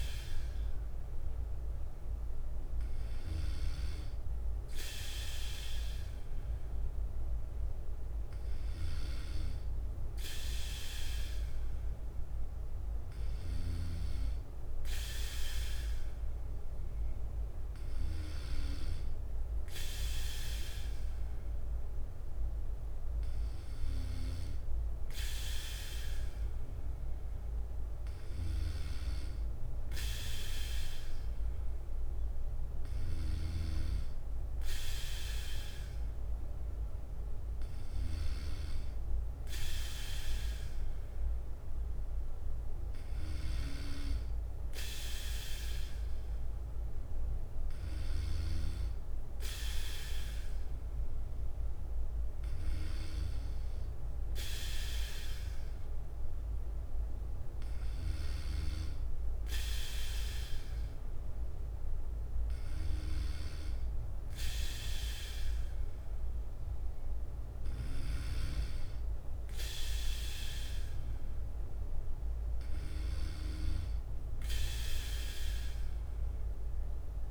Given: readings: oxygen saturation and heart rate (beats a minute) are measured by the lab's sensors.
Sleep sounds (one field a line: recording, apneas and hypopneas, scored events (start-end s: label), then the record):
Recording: breathing in sleep by a room microphone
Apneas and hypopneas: none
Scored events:
0.00-45.00 s: bradycardia (device-marked, heart rate 55 extreme)
48.00-71.00 s: bradycardia (device-marked, heart rate 58 before, 56 extreme)
From the record:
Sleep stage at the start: N2 (light sleep)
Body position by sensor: on the back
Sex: male